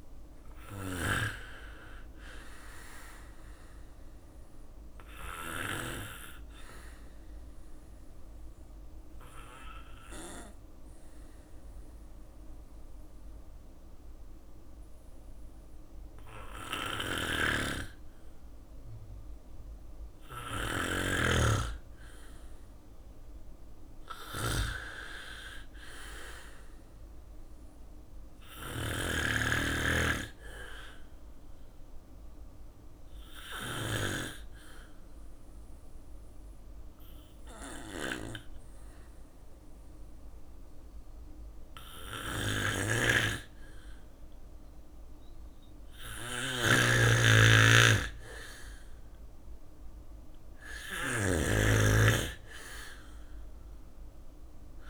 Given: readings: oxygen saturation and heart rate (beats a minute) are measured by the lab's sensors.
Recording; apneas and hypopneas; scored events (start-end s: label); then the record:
breathing in sleep by a room microphone; 2
0.00-4.50 s: snoring (device-marked)
0.00-11.00 s: bradycardia (device-marked, heart rate 58 extreme)
5.00-15.00 s: oxygen desaturation (device-marked, oxygen 98% before, 94% lowest, heart rate 60 before, 58 extreme)
7.00-18.00 s: obstructive apnea (oxygen 98% before, 94% lowest, heart rate 60 before, 58 extreme, up 5 after)
15.50-32.50 s: snoring (device-marked)
20.00-23.50 s: arousal
24.00-38.00 s: bradycardia (device-marked, heart rate 60 before, 58 extreme)
29.50-41.00 s: obstructive apnea (oxygen 98% before, 94% lowest, heart rate 60 before, 58 extreme, up 3 after)
41.00-50.00 s: snoring (device-marked)
43.00-46.50 s: arousal
From the record:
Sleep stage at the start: N2 (light sleep); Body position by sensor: on the back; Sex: male